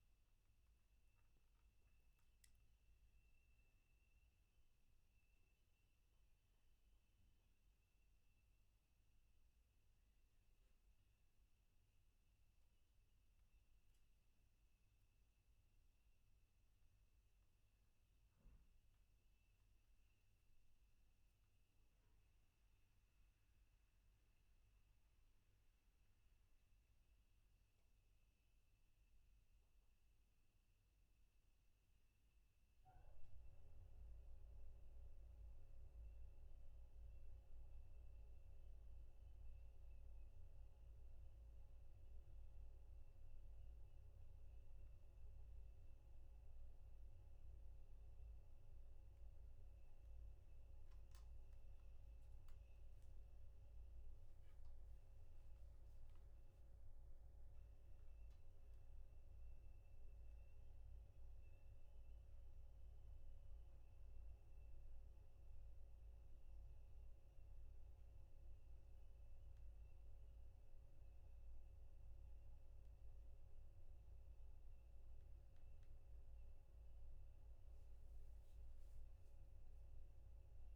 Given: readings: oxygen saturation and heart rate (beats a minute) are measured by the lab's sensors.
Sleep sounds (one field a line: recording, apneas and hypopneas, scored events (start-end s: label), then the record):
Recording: breathing in sleep, hard to hear, by a room microphone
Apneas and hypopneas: none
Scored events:
none scored
From the record:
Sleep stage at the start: N2 (light sleep)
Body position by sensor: on the back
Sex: male